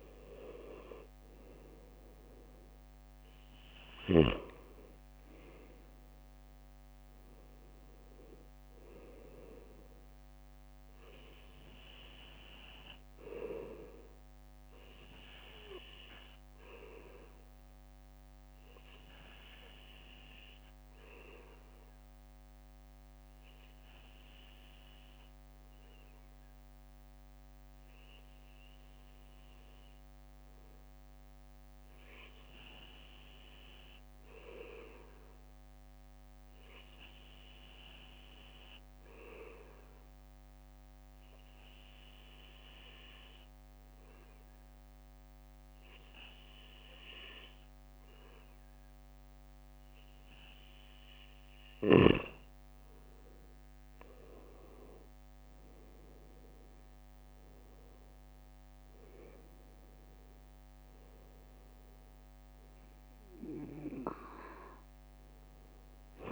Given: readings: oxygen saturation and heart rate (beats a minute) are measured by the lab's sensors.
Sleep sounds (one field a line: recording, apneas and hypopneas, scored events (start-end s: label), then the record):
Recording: breathing in sleep by a microphone on the trachea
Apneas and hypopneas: 1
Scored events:
0.00-1.50 s: arousal
11.50-50.50 s: bradycardia (device-marked, heart rate 59 before, 57 extreme)
17.50-49.50 s: hypopnea (oxygen 97% before, 96% lowest, heart rate 61 before, 57 extreme, up 4 after)
53.00-57.00 s: arousal
59.50-65.50 s: bradycardia (device-marked, heart rate 59 before, 59 extreme)
From the record:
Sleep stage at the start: N2 (light sleep)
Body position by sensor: on the back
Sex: male